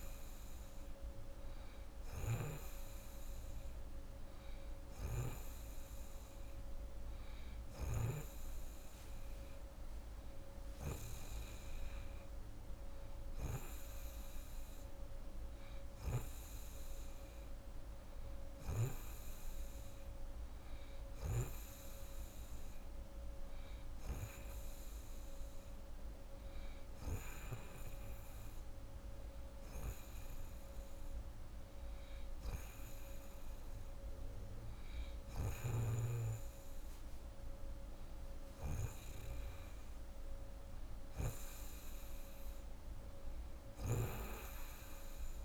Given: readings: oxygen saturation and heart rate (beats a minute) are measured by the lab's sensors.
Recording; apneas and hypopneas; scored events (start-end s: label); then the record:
breathing in sleep by a room microphone; none
43.50-45.45 s: snoring (device-marked)
From the record:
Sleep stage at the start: N2 (light sleep); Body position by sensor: on the right side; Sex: female